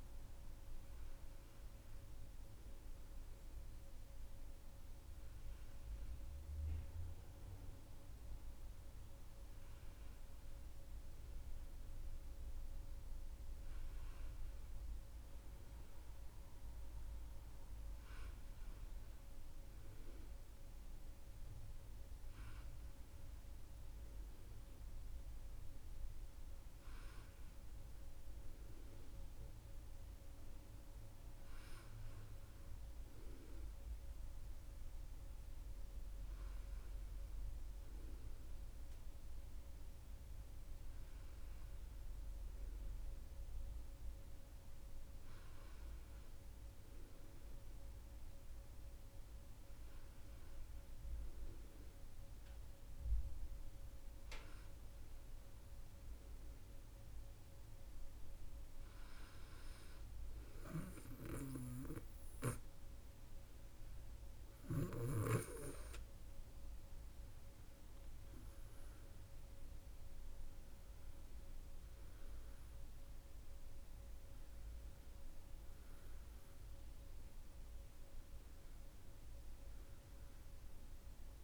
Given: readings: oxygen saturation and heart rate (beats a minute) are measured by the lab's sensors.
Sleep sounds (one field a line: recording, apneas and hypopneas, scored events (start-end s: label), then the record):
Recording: breathing in sleep, hard to hear, by a room microphone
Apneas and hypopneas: none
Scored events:
none scored
From the record:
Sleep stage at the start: N2 (light sleep)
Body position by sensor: on the back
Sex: female